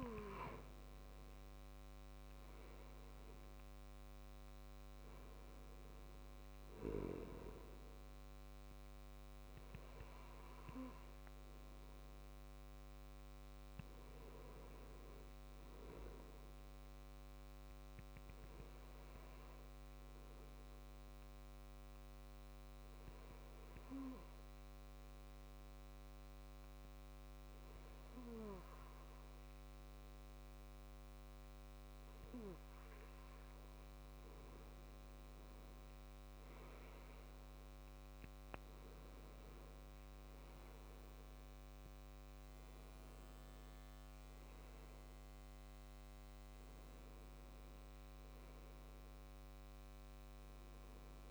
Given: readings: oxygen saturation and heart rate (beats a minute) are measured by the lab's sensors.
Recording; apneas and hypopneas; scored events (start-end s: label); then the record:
breathing in sleep, hard to hear, by a microphone on the trachea; 1
0.00-2.50 s: arousal
19.00-32.50 s: obstructive apnea (oxygen 97% before, 95% lowest, heart rate 68 before, 64 extreme, up 8 after)
35.00-38.50 s: arousal
From the record:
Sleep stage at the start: N2 (light sleep); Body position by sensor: on the left side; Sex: male